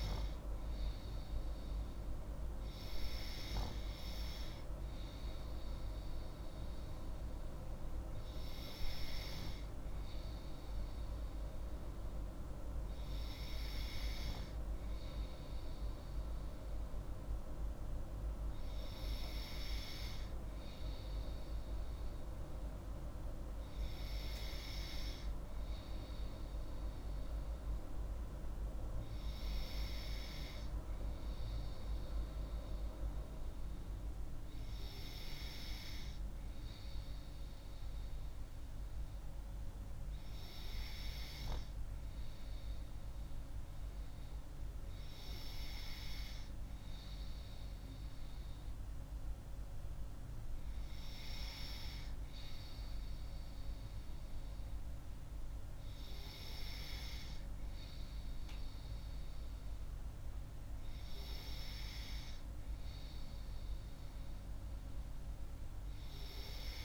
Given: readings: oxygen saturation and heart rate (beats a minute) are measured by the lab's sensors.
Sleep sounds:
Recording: breathing in sleep by a room microphone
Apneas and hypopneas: none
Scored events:
none scored
From the record:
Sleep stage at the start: N3 (deep sleep)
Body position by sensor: on the left side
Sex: female

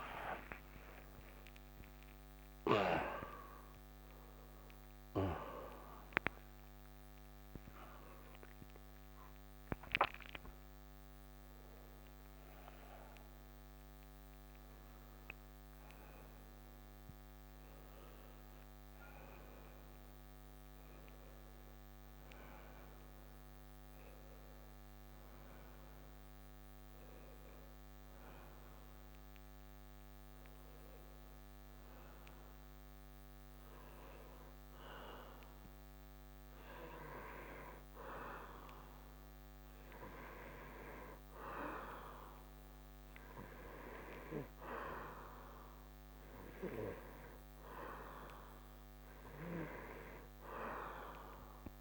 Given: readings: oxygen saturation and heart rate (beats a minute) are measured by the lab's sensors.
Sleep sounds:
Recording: a person partly awake in a sleep study, by a microphone on the trachea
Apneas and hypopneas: none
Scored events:
0.00-1.50 s: oxygen desaturation (device-marked, oxygen 85% lowest, heart rate 68 extreme)
14.50-51.81 s: new sleep stage, N1 (lightest sleep)
27.50-34.50 s: oxygen desaturation (device-marked, oxygen 96% before, 93% lowest, heart rate 88 before, 30 extreme)
46.50-51.81 s: oxygen desaturation (device-marked, oxygen 94% before, 91% lowest, heart rate 49 before, 64 extreme)
From the record:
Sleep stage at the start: awake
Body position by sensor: on the back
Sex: male

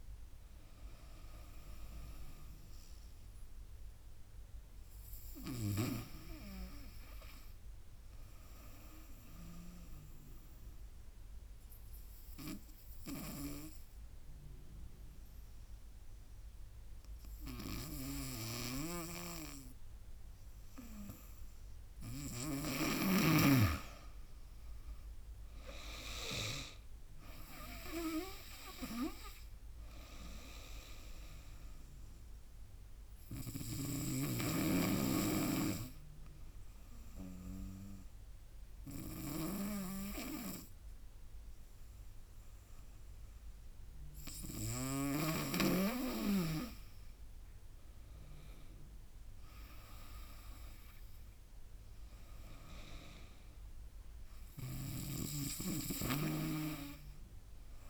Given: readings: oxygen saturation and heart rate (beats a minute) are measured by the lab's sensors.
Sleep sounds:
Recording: breathing in sleep by a room microphone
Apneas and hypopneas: 2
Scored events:
0.00-1.00 s: drop in pulse transit time (device-marked, heart rate 83 extreme)
0.00-11.00 s: oxygen desaturation (device-marked, oxygen 94% lowest, heart rate 68 extreme)
9.50-22.00 s: obstructive apnea (oxygen 97% before, 92% lowest, heart rate 80 before, 71 extreme, up 12 after)
18.50-22.50 s: snoring (device-marked)
23.50-26.50 s: arousal
24.00-35.00 s: drop in pulse transit time (device-marked, heart rate 73 before, 77 extreme)
24.00-43.00 s: oxygen desaturation (device-marked, oxygen 97% before, 92% lowest, heart rate 73 before, 72 extreme)
30.50-45.00 s: obstructive apnea (oxygen 98% before, 92% lowest, heart rate 76 before, 72 extreme, up 12 after)
33.50-45.00 s: snoring (device-marked)
46.50-50.00 s: arousal
48.00-57.90 s: drop in pulse transit time (device-marked, heart rate 78 before, 79 extreme)
From the record:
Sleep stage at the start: N2 (light sleep)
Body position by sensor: on the right side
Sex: female

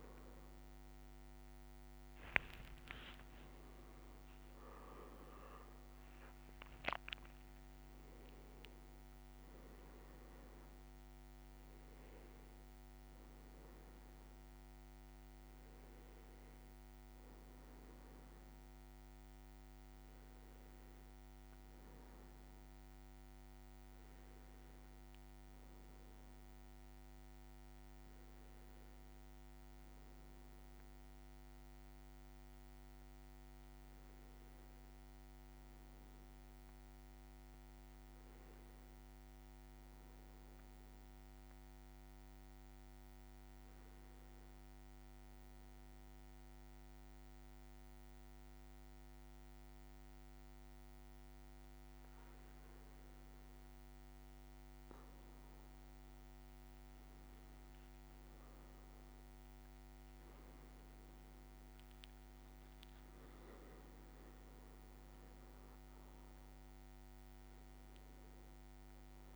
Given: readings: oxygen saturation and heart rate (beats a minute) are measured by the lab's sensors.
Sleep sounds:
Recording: breathing in sleep, hard to hear, by a microphone on the trachea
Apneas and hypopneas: 1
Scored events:
26.00-69.36 s: new sleep stage, N2 (light sleep)
36.00-39.50 s: leg movement (device-marked)
39.50-52.00 s: hypopnea (oxygen 99% before, 96% lowest, heart rate 61 before, 55 extreme, up 3 after)
57.50-62.00 s: arousal
From the record:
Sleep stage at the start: N1 (lightest sleep)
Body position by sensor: on the back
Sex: male

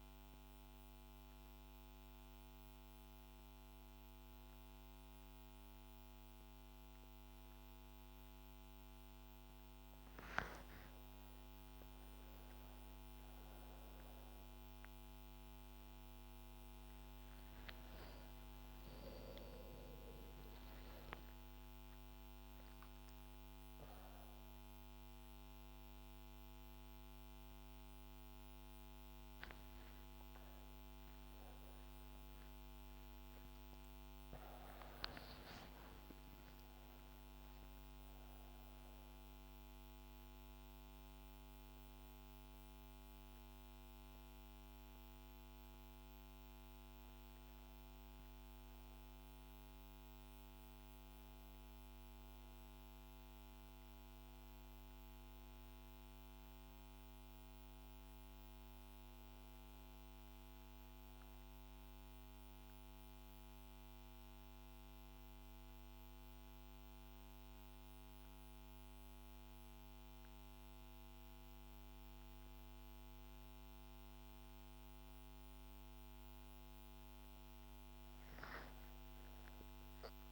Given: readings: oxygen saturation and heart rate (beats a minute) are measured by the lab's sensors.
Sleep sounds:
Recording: breathing in sleep, hard to hear, by a microphone on the trachea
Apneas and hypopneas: none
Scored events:
18.50-22.50 s: arousal
From the record:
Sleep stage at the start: N1 (lightest sleep)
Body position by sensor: on the back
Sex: female

